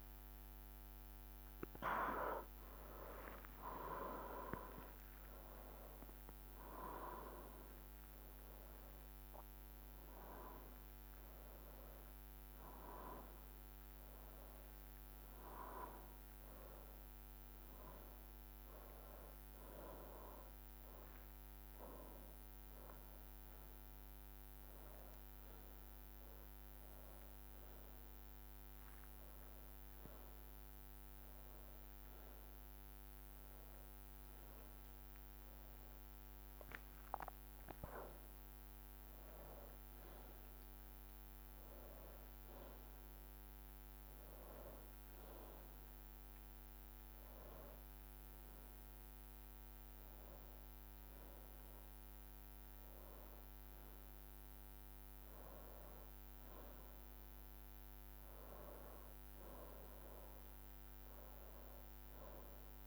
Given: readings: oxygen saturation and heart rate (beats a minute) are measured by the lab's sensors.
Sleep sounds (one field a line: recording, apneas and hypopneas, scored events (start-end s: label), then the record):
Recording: a person awake in a sleep study, by a microphone on the trachea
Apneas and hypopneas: none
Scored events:
0.00-8.00 s: drop in pulse transit time (device-marked, heart rate 77 extreme)
From the record:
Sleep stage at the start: awake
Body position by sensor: upright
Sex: male